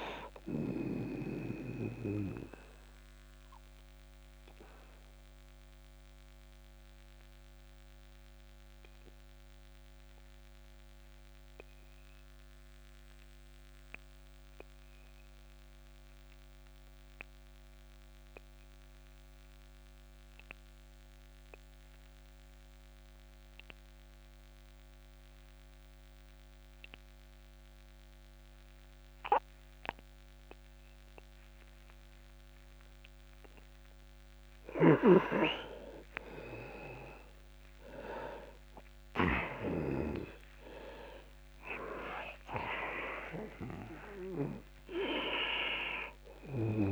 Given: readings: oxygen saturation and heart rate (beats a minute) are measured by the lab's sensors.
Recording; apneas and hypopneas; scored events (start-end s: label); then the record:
breathing in sleep by a microphone on the trachea; 1
0.00-18.50 s: oxygen desaturation (device-marked, oxygen 83% lowest)
2.00-32.50 s: obstructive apnea (oxygen 98% before, 83% lowest, heart rate 48 before, 25 extreme, up 48 after)
35.50-39.00 s: arousal
38.50-46.92 s: oxygen desaturation (device-marked, oxygen 98% before, 88% lowest, heart rate 49 before, 27 extreme)
From the record:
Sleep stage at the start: N2 (light sleep); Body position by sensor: on the back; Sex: male